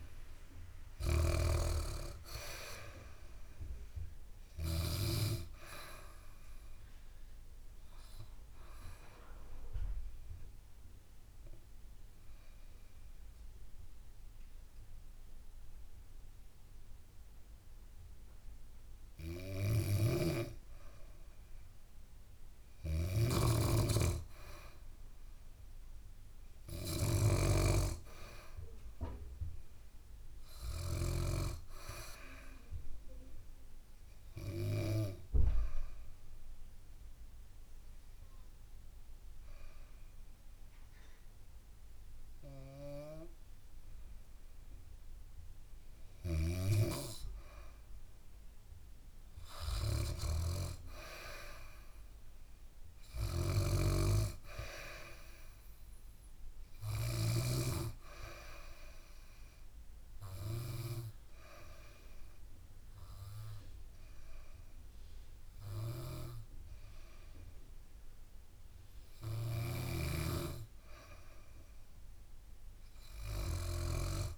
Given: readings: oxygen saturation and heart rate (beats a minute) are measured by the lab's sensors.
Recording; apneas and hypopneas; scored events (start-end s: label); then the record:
breathing in sleep by a room microphone; 3
0.00-4.50 s: snoring (device-marked)
0.50-18.50 s: oxygen desaturation (device-marked, oxygen 99% before, 94% lowest, heart rate 64 before, 63 extreme)
8.50-18.50 s: obstructive apnea (oxygen 99% before, 94% lowest, heart rate 65 before, 63 extreme, up 2 after)
19.00-30.50 s: snoring (device-marked)
24.50-28.00 s: arousal
34.00-45.00 s: obstructive apnea (oxygen 99% before, 94% lowest, heart rate 67 before, 63 extreme, up 4 after)
45.50-57.00 s: snoring (device-marked)
48.00-52.50 s: arousal
57.00-70.00 s: obstructive apnea (oxygen 98% before, 93% lowest, heart rate 65 before, 65 extreme, up 4 after)
69.00-73.50 s: snoring (device-marked)
72.00-74.38 s: arousal
From the record:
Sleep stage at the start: N2 (light sleep); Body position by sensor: on the back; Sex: female